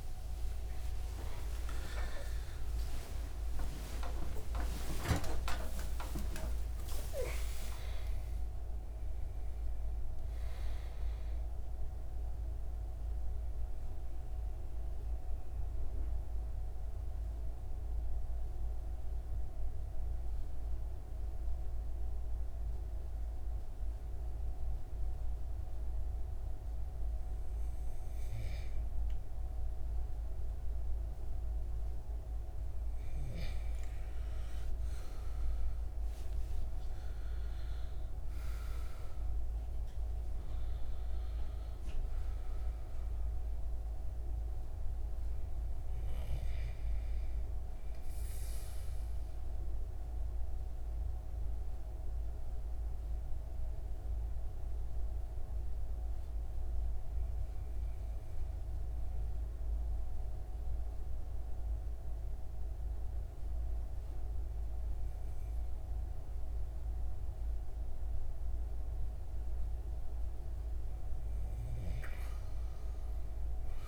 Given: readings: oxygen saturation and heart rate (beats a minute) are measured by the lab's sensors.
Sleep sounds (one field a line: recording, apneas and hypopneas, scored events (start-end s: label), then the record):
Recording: a person partly awake in a sleep study, by a room microphone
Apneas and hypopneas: 2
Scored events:
14.00-28.50 s: mixed apnea (oxygen 97% before, 93% lowest, heart rate 40 before, 67 extreme, up 18 after)
18.00-73.88 s: new sleep stage, N2 (light sleep)
31.50-36.00 s: arousal
35.00-58.00 s: oxygen desaturation (device-marked, oxygen 97% before, 93% lowest, heart rate 75 before, 62 extreme)
51.00-69.50 s: hypopnea (oxygen 97% before, 93% lowest, heart rate 78 before, 62 extreme, up 9 after)
From the record:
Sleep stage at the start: awake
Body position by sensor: on the back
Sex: male